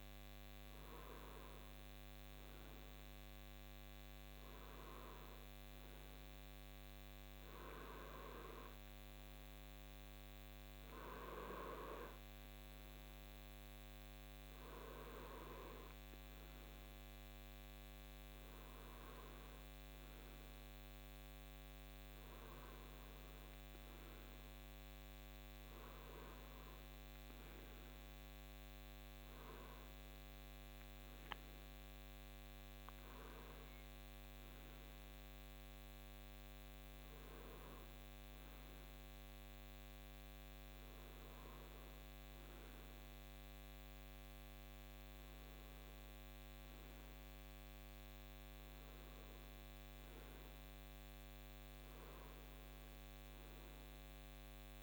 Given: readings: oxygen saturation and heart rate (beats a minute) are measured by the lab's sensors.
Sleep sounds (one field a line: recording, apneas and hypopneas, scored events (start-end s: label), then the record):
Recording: breathing in sleep, hard to hear, by a microphone on the trachea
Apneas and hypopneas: none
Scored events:
none scored
From the record:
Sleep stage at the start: REM sleep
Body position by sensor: on the right side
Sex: male